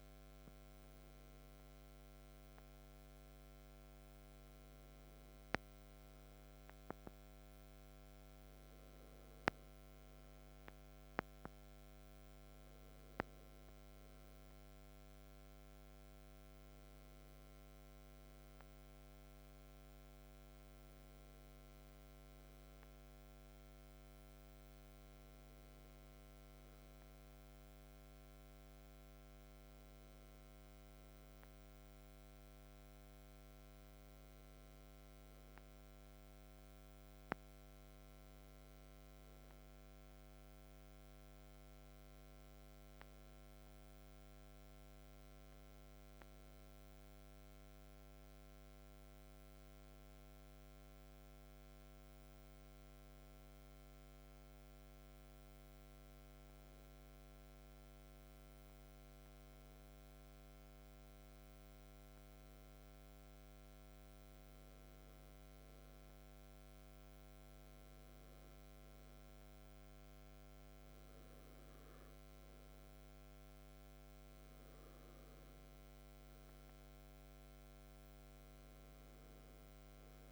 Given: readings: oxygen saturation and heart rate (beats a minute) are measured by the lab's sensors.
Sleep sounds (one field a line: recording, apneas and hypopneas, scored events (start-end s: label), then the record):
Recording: breathing in sleep, hard to hear, by a microphone on the trachea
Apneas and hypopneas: 1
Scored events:
45.00-61.50 s: hypopnea (oxygen 97% before, 96% lowest, heart rate 58 before, 54 extreme, up 2 after)
64.00-68.00 s: arousal
From the record:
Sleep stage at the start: REM sleep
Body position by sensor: on the back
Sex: male